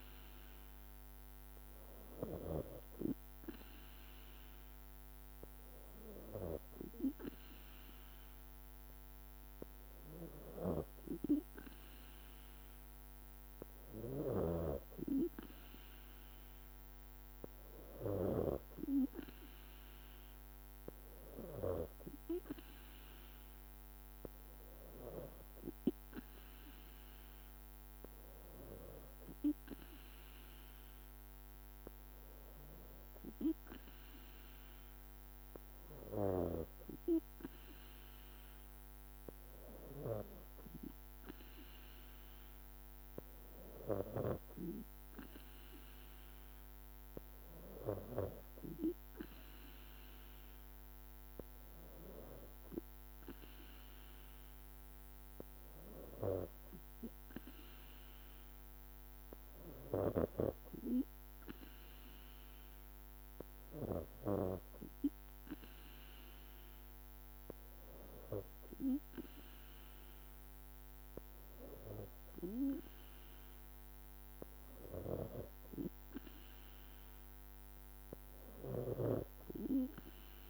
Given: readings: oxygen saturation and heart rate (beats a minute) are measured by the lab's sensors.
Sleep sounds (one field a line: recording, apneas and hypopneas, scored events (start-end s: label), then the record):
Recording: breathing in sleep by a microphone on the trachea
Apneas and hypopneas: none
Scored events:
16.00-18.00 s: long interval between heartbeats (device-marked, heart rate 57 before, 58 extreme)
From the record:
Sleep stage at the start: N3 (deep sleep)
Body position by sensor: on the back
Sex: female